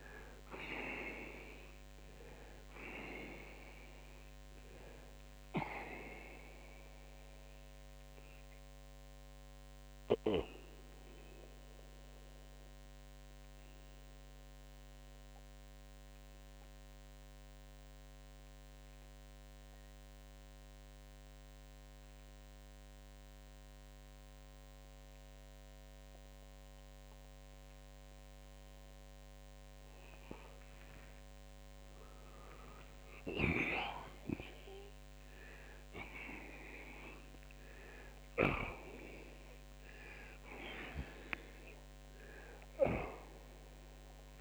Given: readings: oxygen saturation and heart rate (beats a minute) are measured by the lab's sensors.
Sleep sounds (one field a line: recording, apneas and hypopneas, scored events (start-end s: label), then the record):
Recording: breathing in sleep by a microphone on the trachea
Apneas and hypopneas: 1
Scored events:
1.00-29.00 s: oxygen desaturation (device-marked, oxygen 93% before, 76% lowest)
8.50-29.50 s: obstructive apnea (oxygen 93% before, 76% lowest)
39.00-43.00 s: arousal
From the record:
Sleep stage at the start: N2 (light sleep)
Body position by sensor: on the back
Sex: male